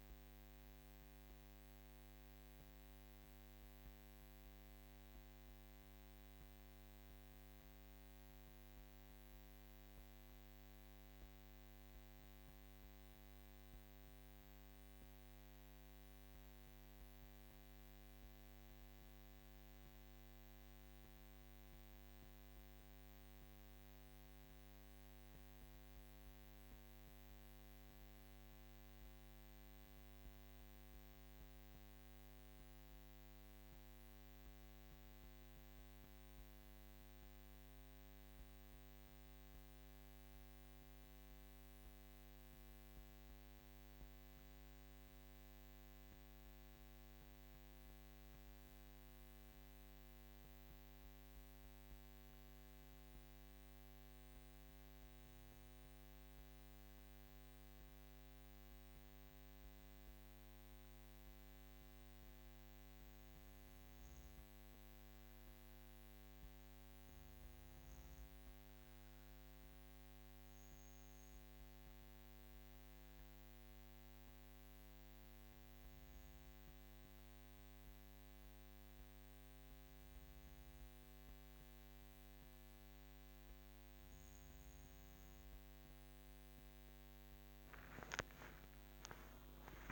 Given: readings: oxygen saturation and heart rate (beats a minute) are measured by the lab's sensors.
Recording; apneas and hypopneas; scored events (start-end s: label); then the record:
breathing in sleep, hard to hear, by a microphone on the trachea; 1
33.00-85.50 s: hypopnea (oxygen 98% before, 93% lowest, heart rate 50 before, 50 extreme)
80.00-89.92 s: new sleep stage, N1 (lightest sleep)
88.50-89.92 s: arousal
From the record:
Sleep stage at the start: N2 (light sleep); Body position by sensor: on the back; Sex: female